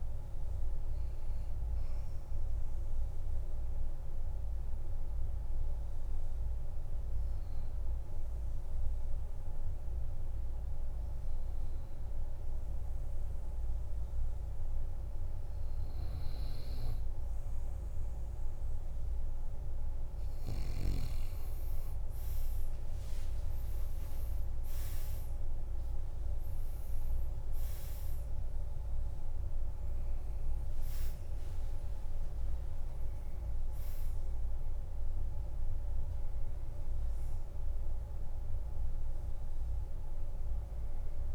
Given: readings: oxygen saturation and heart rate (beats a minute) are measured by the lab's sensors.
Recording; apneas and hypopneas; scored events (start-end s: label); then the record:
breathing in sleep, hard to hear, by a room microphone; 1
3.00-18.50 s: obstructive apnea (oxygen 98% before, 92% lowest, heart rate 72 before, 46 extreme)
21.50-28.50 s: tachycardia (device-marked, heart rate 65 before, 152 extreme)
22.50-41.35 s: oxygen desaturation (device-marked, oxygen 98% before, 92% lowest, heart rate 47 before, 49 extreme)
25.50-30.50 s: arousal
26.50-28.50 s: long interval between heartbeats (device-marked, heart rate 58 before, 149 extreme)
29.50-31.50 s: tachycardia (device-marked, heart rate 66 before, 125 extreme)
31.50-33.50 s: long interval between heartbeats (device-marked, heart rate 80 before, 98 extreme)
From the record:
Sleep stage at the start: N2 (light sleep); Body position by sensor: on the back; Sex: male